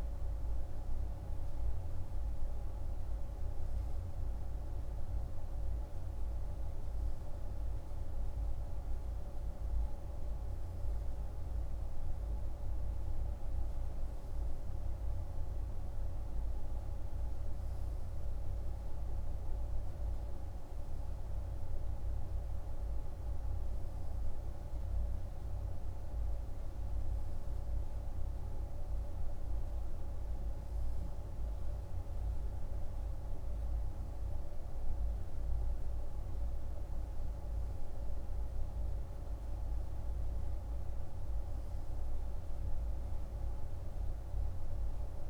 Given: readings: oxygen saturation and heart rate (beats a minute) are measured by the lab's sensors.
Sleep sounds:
breathing in sleep, hard to hear, by a room microphone; none
none scored
From the record:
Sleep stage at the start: N2 (light sleep); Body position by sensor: on the right side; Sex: male

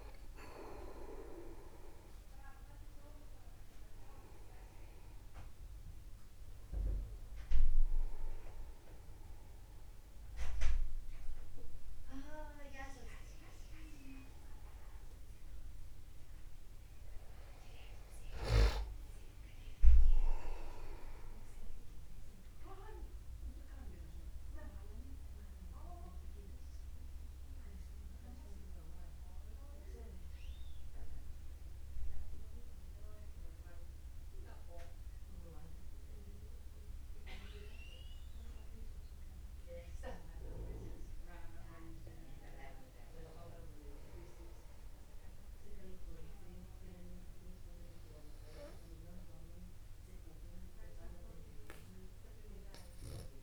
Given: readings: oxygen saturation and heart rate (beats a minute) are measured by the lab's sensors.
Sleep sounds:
breathing in sleep by a room microphone; 1
16.00-19.50 s: arousal
19.50-21.50 s: long interval between heartbeats (device-marked, heart rate 53 before, 60 extreme)
23.00-41.00 s: mixed apnea (oxygen 96% before, 93% lowest, heart rate 54 before, 49 extreme, up 0 after)
44.00-48.00 s: arousal
From the record:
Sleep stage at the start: N2 (light sleep); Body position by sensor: upright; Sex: male

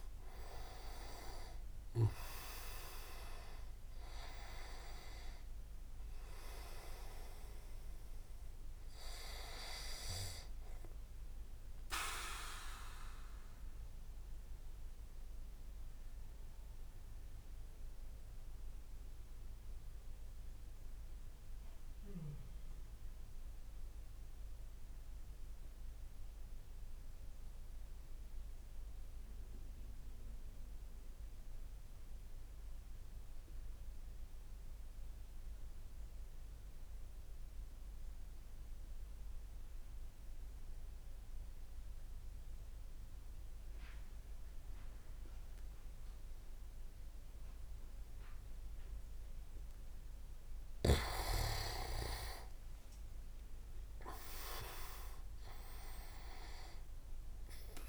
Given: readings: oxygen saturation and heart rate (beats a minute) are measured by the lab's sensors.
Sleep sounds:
breathing in sleep by a room microphone; 1
0.00-1.00 s: arousal
0.00-13.50 s: oxygen desaturation (device-marked, oxygen 93% lowest)
12.50-50.00 s: mixed apnea (oxygen 98% before, 94% lowest)
46.50-57.89 s: oxygen desaturation (device-marked, oxygen 99% before, 95% lowest)
51.50-52.50 s: leg movement (device-marked)
51.50-54.50 s: arousal
From the record:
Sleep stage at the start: N2 (light sleep); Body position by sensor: on the back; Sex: male

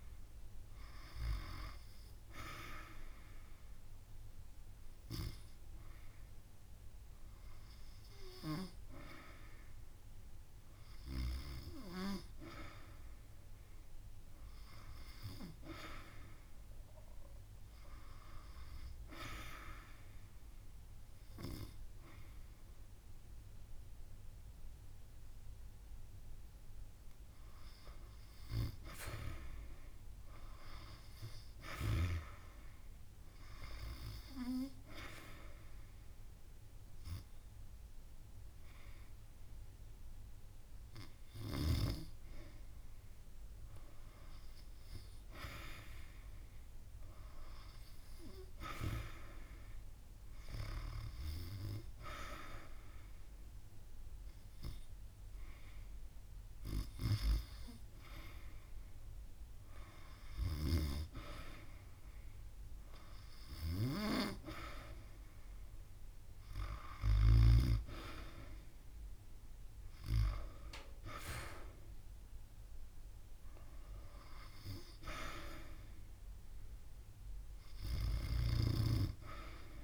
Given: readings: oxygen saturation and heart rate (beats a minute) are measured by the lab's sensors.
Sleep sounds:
breathing in sleep by a room microphone; 2
1.50-13.50 s: hypopnea (oxygen 96% before, 91% lowest)
16.50-19.00 s: arousal
39.00-47.00 s: oxygen desaturation (device-marked, oxygen 95% before, 91% lowest)
50.50-61.50 s: hypopnea (oxygen 95% before, 91% lowest)
63.00-66.00 s: arousal
From the record:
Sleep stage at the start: N2 (light sleep); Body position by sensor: on the back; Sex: female

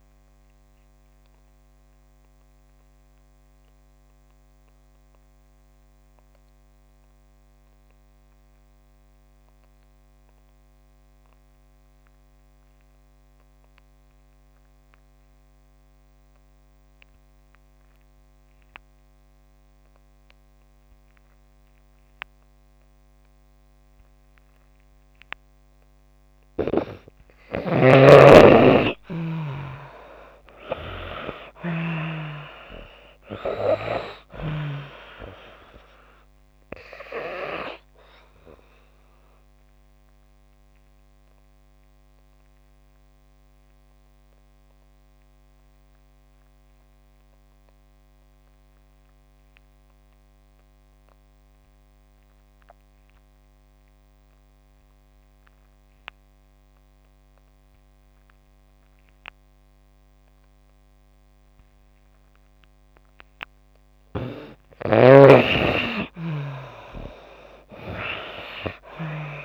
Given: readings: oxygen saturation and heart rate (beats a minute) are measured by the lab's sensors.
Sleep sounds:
breathing in sleep by a microphone on the trachea; 2
0.00-23.00 s: oxygen desaturation (device-marked, oxygen 82% lowest)
0.50-25.50 s: obstructive apnea (oxygen 97% before, 82% lowest)
27.00-31.50 s: snoring (device-marked)
27.50-31.50 s: arousal
33.00-60.00 s: oxygen desaturation (device-marked, oxygen 97% before, 83% lowest)
39.00-63.50 s: obstructive apnea (oxygen 97% before, 83% lowest)
65.50-68.50 s: arousal
From the record:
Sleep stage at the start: N2 (light sleep); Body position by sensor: on the back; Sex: female

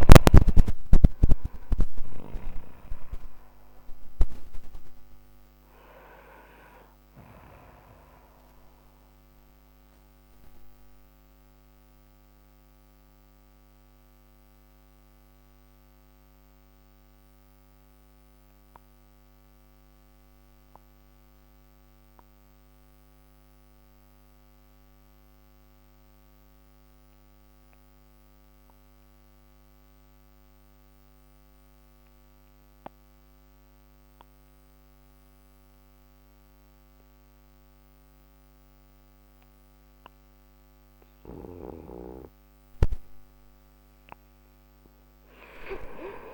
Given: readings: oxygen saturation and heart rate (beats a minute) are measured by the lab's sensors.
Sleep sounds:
breathing in sleep by a microphone on the trachea; 1
0.00-23.00 s: oxygen desaturation (device-marked, oxygen 87% lowest, heart rate 57 extreme)
11.50-40.00 s: obstructive apnea (oxygen 95% before, 87% lowest, heart rate 59 before, 36 extreme, up 6 after)
37.00-46.34 s: oxygen desaturation (device-marked, oxygen 99% before, 89% lowest, heart rate 59 before, 36 extreme)
42.50-46.34 s: arousal
From the record:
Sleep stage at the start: N2 (light sleep); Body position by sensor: on the right side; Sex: male

